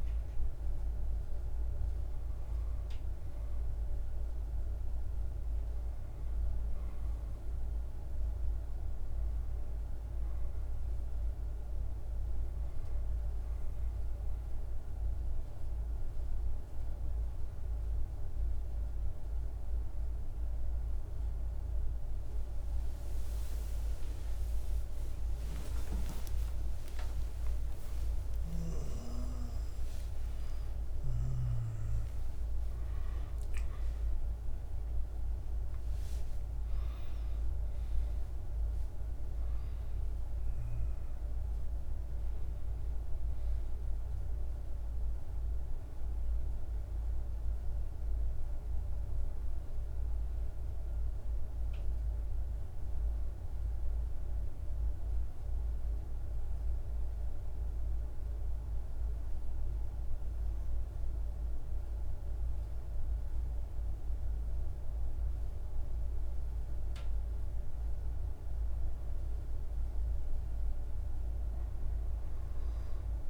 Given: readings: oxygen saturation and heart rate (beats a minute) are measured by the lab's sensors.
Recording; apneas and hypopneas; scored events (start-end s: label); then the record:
breathing in sleep, hard to hear, by a room microphone; 1
25.50-31.00 s: arousal
54.00-65.00 s: hypopnea (oxygen 97% before, 93% lowest, heart rate 69 before, 49 extreme, up 0 after)
68.00-72.50 s: arousal
From the record:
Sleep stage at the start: N1 (lightest sleep); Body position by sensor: on the back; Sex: male